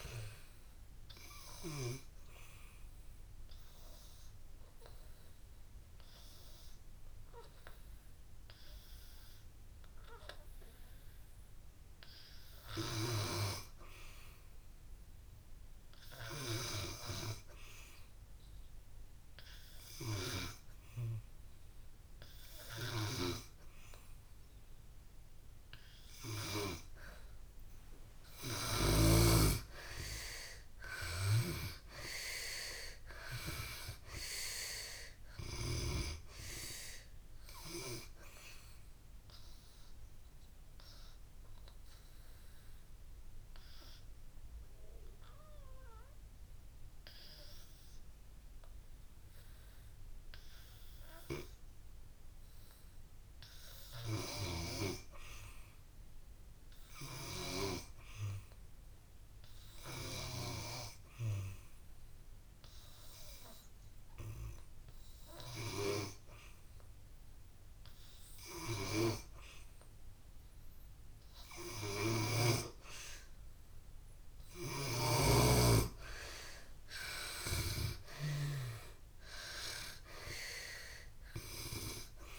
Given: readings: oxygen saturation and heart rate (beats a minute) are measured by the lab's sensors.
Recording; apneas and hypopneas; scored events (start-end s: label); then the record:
breathing in sleep by a room microphone; 2
0.00-5.50 s: oxygen desaturation (device-marked, oxygen 79% lowest)
2.50-28.00 s: obstructive apnea (oxygen 86% before, 78% lowest)
21.50-56.50 s: oxygen desaturation (device-marked, oxygen 95% before, 78% lowest)
30.50-34.00 s: arousal
41.00-70.50 s: obstructive apnea (oxygen 95% before, 76% lowest)
58.50-82.39 s: oxygen desaturation (device-marked, oxygen 95% before, 80% lowest)
73.50-77.00 s: arousal
From the record:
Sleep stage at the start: N2 (light sleep); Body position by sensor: on the back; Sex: female